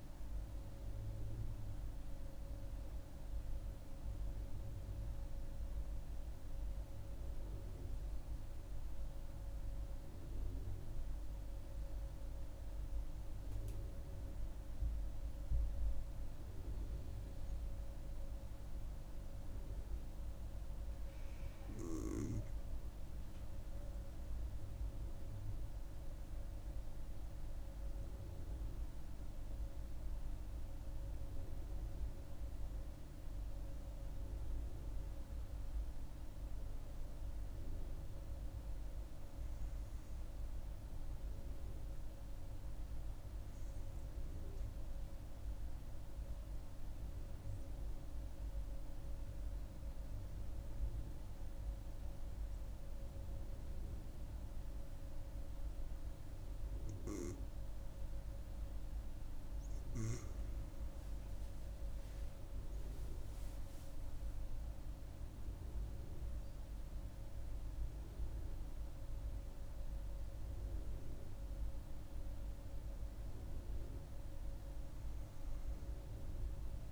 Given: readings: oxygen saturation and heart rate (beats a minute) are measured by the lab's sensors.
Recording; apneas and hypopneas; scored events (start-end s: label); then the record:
breathing in sleep, hard to hear, by a room microphone; 2
0.00-4.00 s: oxygen desaturation (device-marked, oxygen 90% lowest)
6.50-20.50 s: mixed apnea (oxygen 97% before, 92% lowest)
24.00-39.00 s: oxygen desaturation (device-marked, oxygen 97% before, 92% lowest)
24.50-29.00 s: arousal
44.50-59.00 s: mixed apnea (oxygen 97% before, 91% lowest)
61.50-65.50 s: arousal
63.00-76.92 s: oxygen desaturation (device-marked, oxygen 96% before, 92% lowest)
From the record:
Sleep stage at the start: N2 (light sleep); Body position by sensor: on the right side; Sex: female